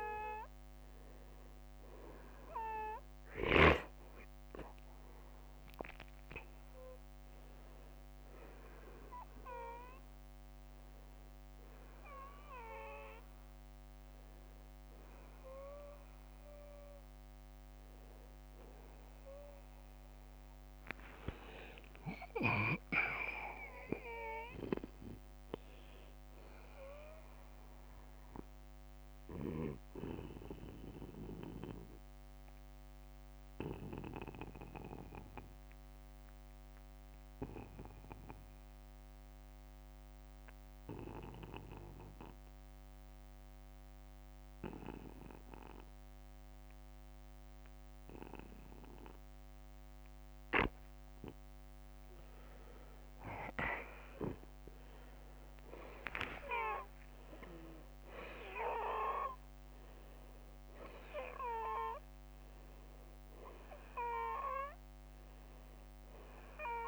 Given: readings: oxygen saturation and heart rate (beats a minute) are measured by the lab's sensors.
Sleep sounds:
breathing in sleep by a microphone on the trachea; 1
0.00-3.00 s: oxygen desaturation (device-marked, oxygen 90% lowest, heart rate 55 extreme)
17.00-31.00 s: oxygen desaturation (device-marked, oxygen 94% before, 87% lowest, heart rate 61 before, 44 extreme)
21.50-27.50 s: arousal
29.00-31.00 s: long interval between heartbeats (device-marked, heart rate 66 before, 67 extreme)
31.50-52.00 s: obstructive apnea (oxygen 94% before, 86% lowest, heart rate 66 before, 52 extreme, up 13 after)
36.50-38.50 s: long interval between heartbeats (device-marked, heart rate 63 before, 48 extreme)
53.50-59.00 s: arousal
65.50-66.88 s: long interval between heartbeats (device-marked, heart rate 61 before, 71 extreme)
From the record:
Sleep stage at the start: N2 (light sleep); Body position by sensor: on the back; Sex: male

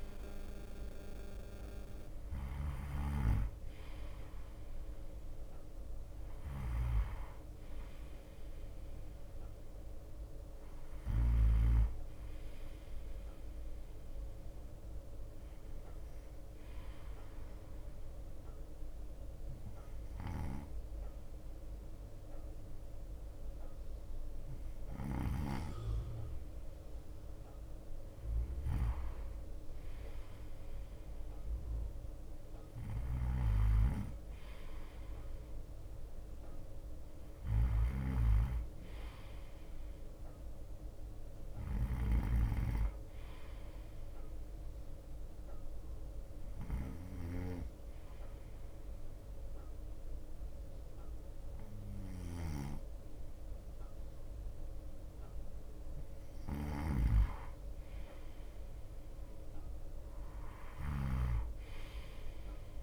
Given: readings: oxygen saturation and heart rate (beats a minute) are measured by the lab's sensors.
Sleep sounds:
breathing in sleep by a room microphone; 2
0.00-11.50 s: snoring (device-marked)
0.00-15.00 s: oxygen desaturation (device-marked, oxygen 93% before, 89% lowest, heart rate 58 before, 56 extreme)
0.00-26.00 s: bradycardia (device-marked, heart rate 56 extreme)
14.50-26.00 s: hypopnea (oxygen 93% before, 90% lowest, heart rate 57 before, 56 extreme, up 4 after)
25.00-62.83 s: snoring (device-marked)
28.00-30.00 s: bradycardia (device-marked, heart rate 60 before, 59 extreme)
28.50-33.00 s: arousal
31.00-62.83 s: bradycardia (device-marked, heart rate 60 before, 55 extreme)
46.50-57.50 s: hypopnea (oxygen 92% before, 91% lowest, heart rate 58 before, 55 extreme, up 1 after)
59.50-62.83 s: arousal
From the record:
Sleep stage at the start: N2 (light sleep); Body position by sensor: on the right side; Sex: male

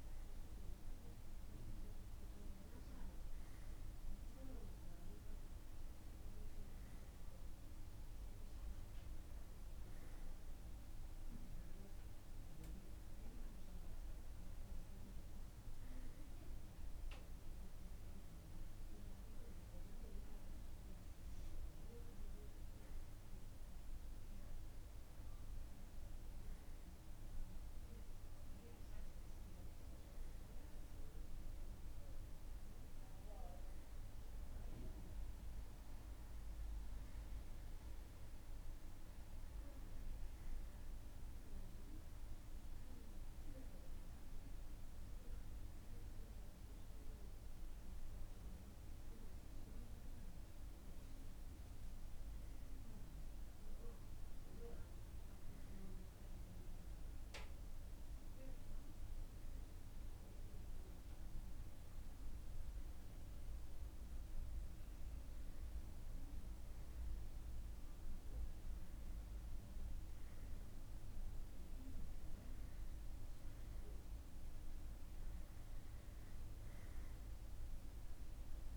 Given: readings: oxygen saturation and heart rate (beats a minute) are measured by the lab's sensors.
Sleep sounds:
breathing in sleep, hard to hear, by a room microphone; none
none scored
From the record:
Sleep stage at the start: N2 (light sleep); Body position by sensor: on the right side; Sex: male

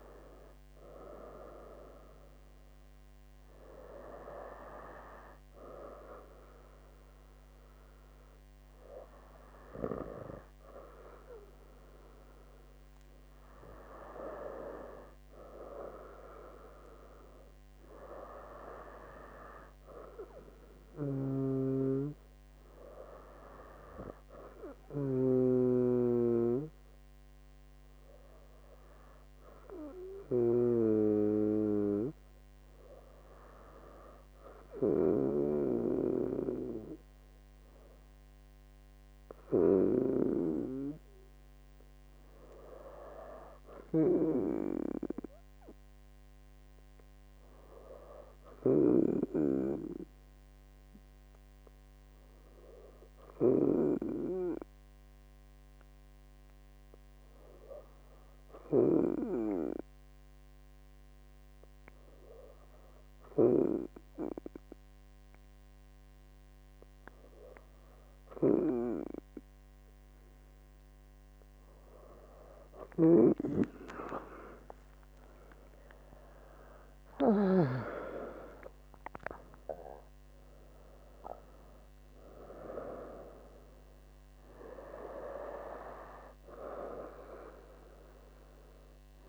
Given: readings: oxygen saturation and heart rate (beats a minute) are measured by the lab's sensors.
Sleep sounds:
breathing in sleep by a microphone on the trachea; 2
3.50-14.50 s: hypopnea (oxygen 97% before, 94% lowest, heart rate 81 before, 68 extreme, up 5 after)
16.00-19.00 s: arousal
51.00-71.00 s: obstructive apnea (oxygen 99% before, 96% lowest, heart rate 72 before, 67 extreme, up 24 after)
75.50-80.00 s: arousal
From the record:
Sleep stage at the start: N2 (light sleep); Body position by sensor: on the right side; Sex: female

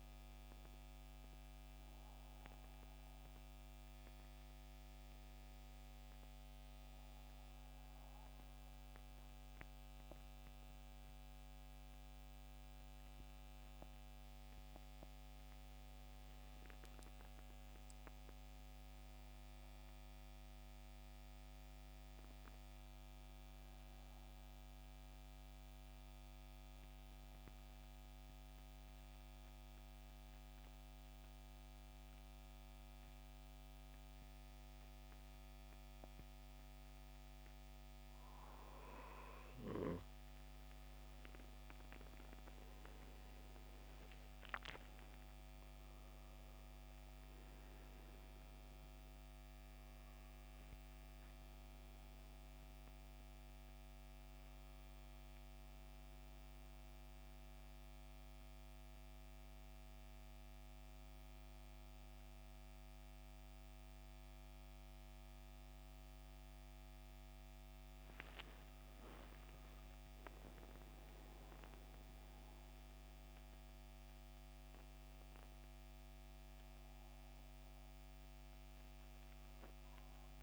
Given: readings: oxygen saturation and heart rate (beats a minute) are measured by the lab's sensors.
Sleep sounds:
breathing in sleep, hard to hear, by a microphone on the trachea; 1
0.00-14.50 s: oxygen desaturation (device-marked, oxygen 91% lowest, heart rate 67 extreme)
25.00-37.00 s: central apnea (oxygen 93% before, 86% lowest, heart rate 72 before, 67 extreme, up 13 after)
25.50-38.50 s: oxygen desaturation (device-marked, oxygen 92% before, 89% lowest, heart rate 72 before, 67 extreme)
40.00-44.00 s: arousal
48.50-70.50 s: oxygen desaturation (device-marked, oxygen 92% before, 86% lowest, heart rate 72 before, 71 extreme)
54.50-80.43 s: new sleep stage, N1 (lightest sleep)
From the record:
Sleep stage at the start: N2 (light sleep); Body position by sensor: on the back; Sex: male

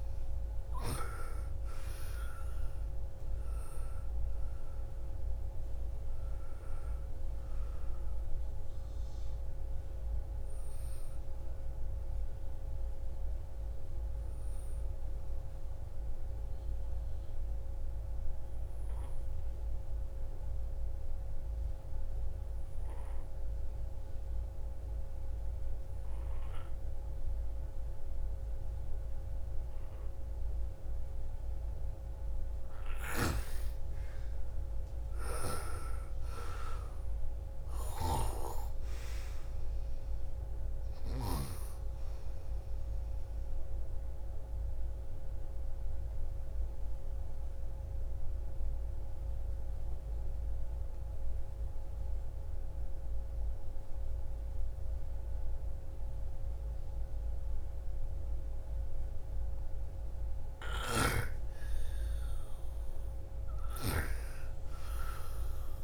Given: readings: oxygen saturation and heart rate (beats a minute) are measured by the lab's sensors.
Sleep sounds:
breathing in sleep by a room microphone; 2
0.00-2.00 s: arousal
0.00-17.00 s: oxygen desaturation (device-marked, oxygen 91% lowest, heart rate 56 extreme)
17.00-32.00 s: obstructive apnea (oxygen 98% before, 86% lowest, heart rate 63 before, 47 extreme, up 12 after)
32.00-56.00 s: oxygen desaturation (device-marked, oxygen 98% before, 86% lowest, heart rate 58 before, 46 extreme)
33.00-37.00 s: arousal
45.50-59.50 s: obstructive apnea (oxygen 98% before, 86% lowest, heart rate 62 before, 46 extreme, up 19 after)
60.50-64.00 s: snoring (device-marked)
61.00-64.50 s: arousal
From the record:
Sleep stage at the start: N2 (light sleep); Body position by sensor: on the right side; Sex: female

